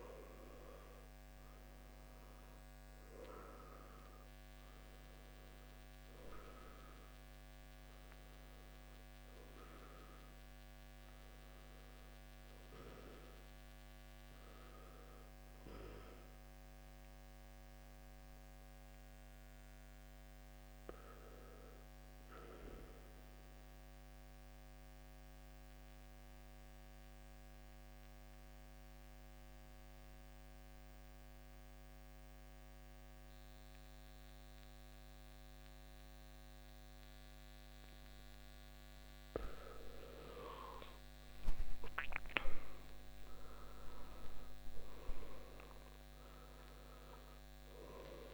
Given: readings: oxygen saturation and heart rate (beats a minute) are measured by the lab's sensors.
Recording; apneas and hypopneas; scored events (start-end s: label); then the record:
breathing in sleep by a microphone on the trachea; 1
0.00-26.00 s: oxygen desaturation (device-marked, oxygen 86% lowest, heart rate 55 extreme)
12.50-40.50 s: obstructive apnea (oxygen 97% before, 86% lowest, heart rate 68 before, 52 extreme, up 14 after)
42.00-48.34 s: oxygen desaturation (device-marked, oxygen 97% before, 89% lowest, heart rate 59 before, 52 extreme)
42.50-46.00 s: arousal
From the record:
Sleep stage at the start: N2 (light sleep); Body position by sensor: on the back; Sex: male